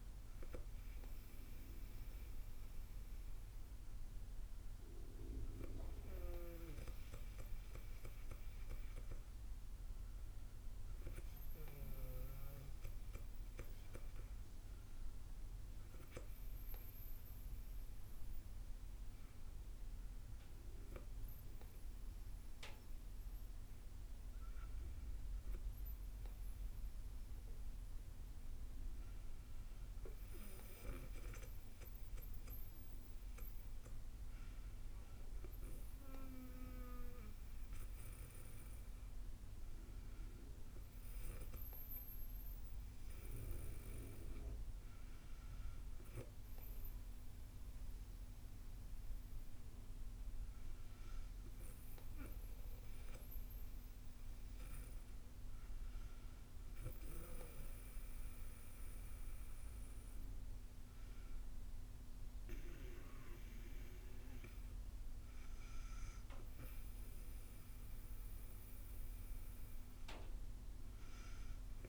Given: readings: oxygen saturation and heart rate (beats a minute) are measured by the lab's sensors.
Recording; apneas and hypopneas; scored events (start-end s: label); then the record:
breathing in sleep by a room microphone; none
none scored
From the record:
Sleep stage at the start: N2 (light sleep); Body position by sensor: on the back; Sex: female